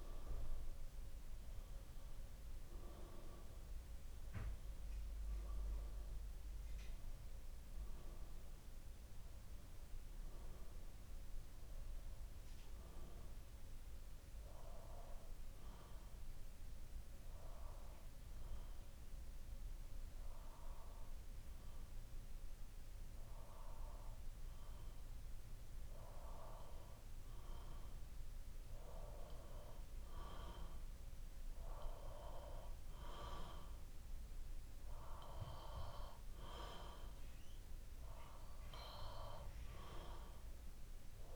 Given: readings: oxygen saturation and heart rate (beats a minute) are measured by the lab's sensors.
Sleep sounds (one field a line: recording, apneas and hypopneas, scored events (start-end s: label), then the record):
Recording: breathing in sleep by a room microphone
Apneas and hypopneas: 1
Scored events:
13.50-26.00 s: obstructive apnea (oxygen 94% before, 92% lowest, heart rate 65 before, 60 extreme, up 3 after)
27.50-30.50 s: arousal
From the record:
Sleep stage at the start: N2 (light sleep)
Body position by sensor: on the back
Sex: male